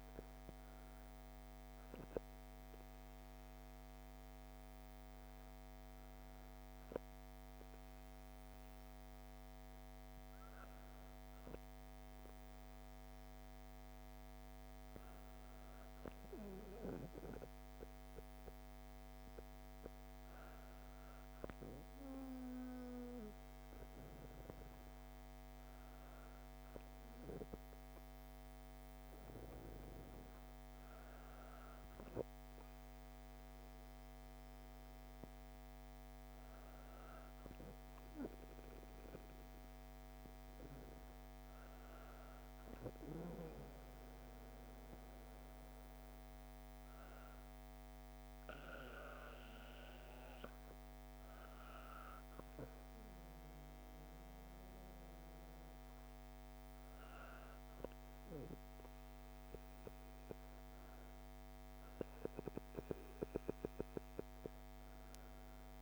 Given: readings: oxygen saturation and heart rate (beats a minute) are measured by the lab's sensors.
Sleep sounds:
breathing in sleep by a microphone on the trachea; none
none scored
From the record:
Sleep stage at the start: N2 (light sleep); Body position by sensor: on the back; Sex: female

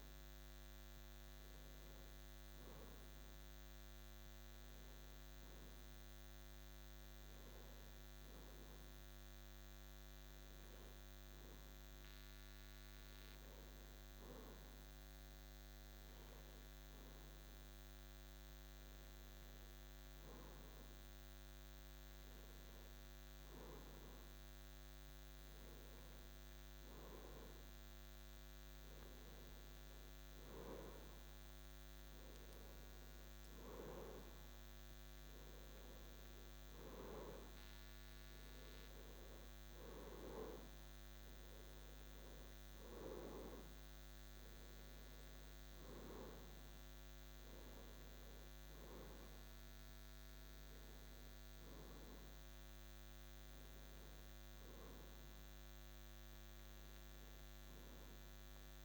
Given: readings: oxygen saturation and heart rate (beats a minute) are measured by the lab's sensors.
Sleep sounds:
breathing in sleep by a microphone on the trachea; none
none scored
From the record:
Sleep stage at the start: N2 (light sleep); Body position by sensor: on the back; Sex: male

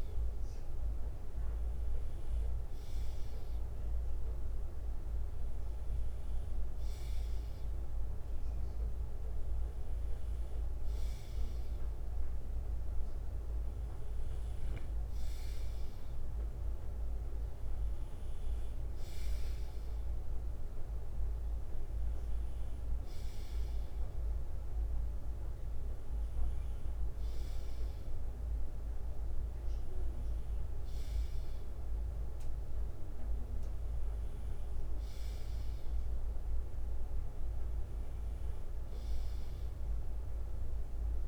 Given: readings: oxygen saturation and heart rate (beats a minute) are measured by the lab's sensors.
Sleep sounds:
breathing in sleep, hard to hear, by a room microphone; none
2.00-5.00 s: bradycardia (device-marked, heart rate 60 before, 59 extreme)
24.00-38.00 s: bradycardia (device-marked, heart rate 61 before, 56 extreme)
From the record:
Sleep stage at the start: N2 (light sleep); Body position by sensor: on the left side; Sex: male

